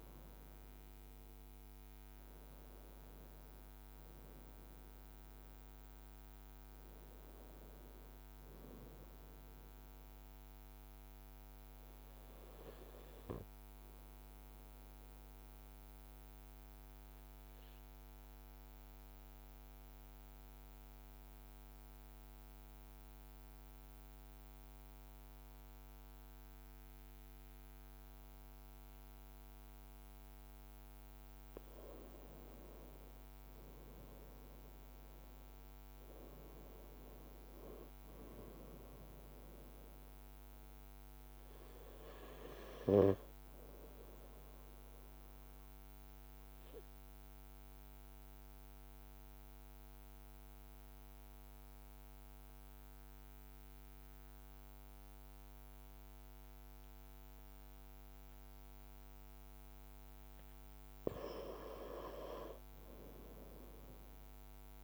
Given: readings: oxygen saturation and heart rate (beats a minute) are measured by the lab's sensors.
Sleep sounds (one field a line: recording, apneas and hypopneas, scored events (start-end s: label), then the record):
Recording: breathing in sleep by a microphone on the trachea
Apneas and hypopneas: 2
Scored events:
12.00-29.00 s: obstructive apnea (oxygen 96% before, 95% lowest, heart rate 56 before, 53 extreme, up 1 after)
30.50-34.00 s: arousal
46.00-59.50 s: obstructive apnea (oxygen 97% before, 95% lowest, heart rate 54 before, 54 extreme, up 2 after)
62.00-64.84 s: arousal
From the record:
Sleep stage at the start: N2 (light sleep)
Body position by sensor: on the right side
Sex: male